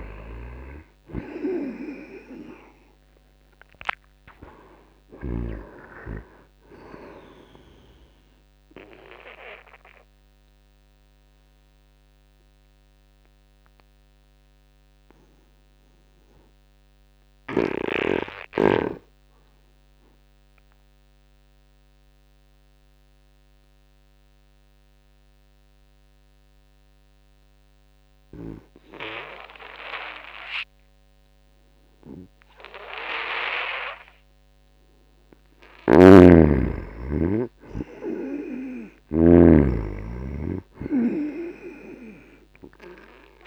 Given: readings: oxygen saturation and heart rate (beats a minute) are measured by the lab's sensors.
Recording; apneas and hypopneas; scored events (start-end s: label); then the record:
breathing in sleep by a microphone on the trachea; 1
0.00-2.00 s: arousal
0.00-5.50 s: snoring (device-marked)
0.00-23.00 s: oxygen desaturation (device-marked, oxygen 83% lowest, heart rate 64 extreme)
9.50-35.00 s: obstructive apnea (oxygen 97% before, 81% lowest, heart rate 75 before, 74 extreme, up 5 after)
34.00-43.47 s: oxygen desaturation (device-marked, oxygen 98% before, 84% lowest, heart rate 80 before, 65 extreme)
35.50-39.50 s: snoring (device-marked)
37.00-39.50 s: arousal
From the record:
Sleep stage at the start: N2 (light sleep); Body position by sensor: on the back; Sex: male